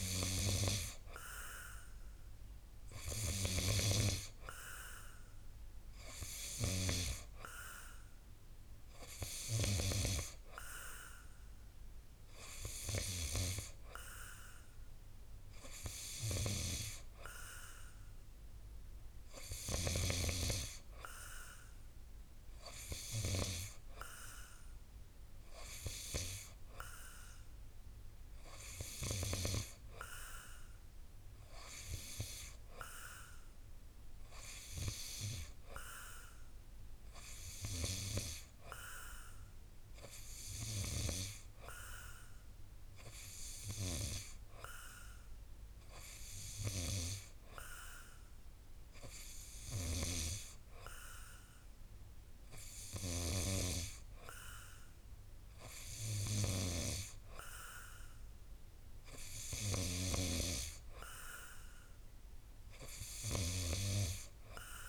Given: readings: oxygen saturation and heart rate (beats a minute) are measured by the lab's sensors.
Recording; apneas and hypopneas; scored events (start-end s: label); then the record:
breathing in sleep by a room microphone; none
none scored
From the record:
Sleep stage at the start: N2 (light sleep); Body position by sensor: on the back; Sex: male